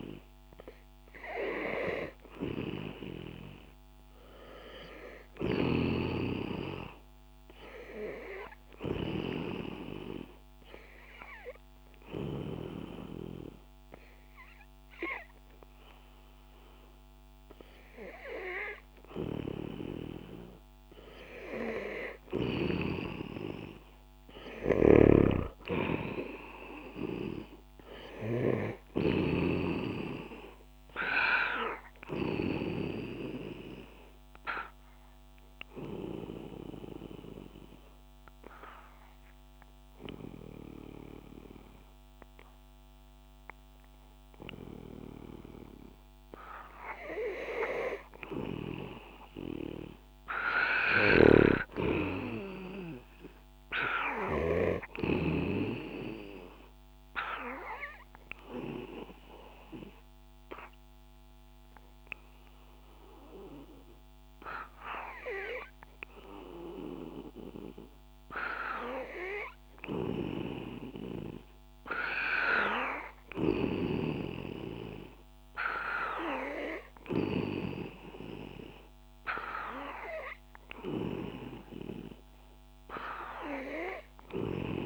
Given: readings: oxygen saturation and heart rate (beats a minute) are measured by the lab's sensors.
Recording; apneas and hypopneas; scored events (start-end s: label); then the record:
breathing in sleep by a microphone on the trachea; 3
9.50-21.00 s: obstructive apnea (oxygen 93% before, 90% lowest, heart rate 70 before, 62 extreme, up 1 after)
23.00-25.50 s: arousal
25.00-29.50 s: snoring (device-marked)
35.50-48.50 s: obstructive apnea (oxygen 93% before, 90% lowest, heart rate 71 before, 63 extreme, up 10 after)
50.00-54.00 s: arousal
51.00-55.50 s: snoring (device-marked)
52.00-75.00 s: oxygen desaturation (device-marked, oxygen 97% before, 90% lowest, heart rate 66 before, 65 extreme)
58.00-69.50 s: obstructive apnea (oxygen 97% before, 90% lowest, heart rate 67 before, 65 extreme, up 2 after)
74.00-79.50 s: arousal
82.00-84.86 s: oxygen desaturation (device-marked, oxygen 96% before, 91% lowest, heart rate 67 before, 67 extreme)
From the record:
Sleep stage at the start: N2 (light sleep); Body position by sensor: on the back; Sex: male